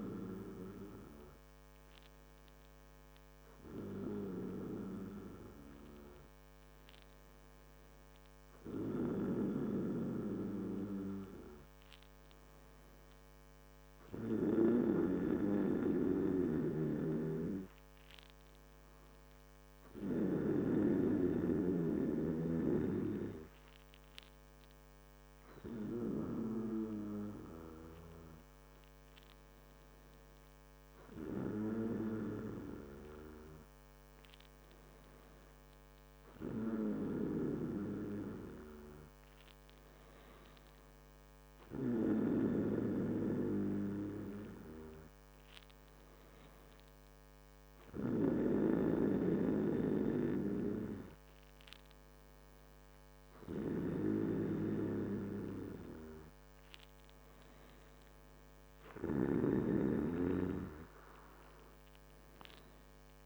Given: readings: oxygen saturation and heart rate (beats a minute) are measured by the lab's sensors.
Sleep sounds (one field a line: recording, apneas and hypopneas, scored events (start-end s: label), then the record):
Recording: breathing in sleep by a microphone on the trachea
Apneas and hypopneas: none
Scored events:
none scored
From the record:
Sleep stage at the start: N2 (light sleep)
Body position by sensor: on the back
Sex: male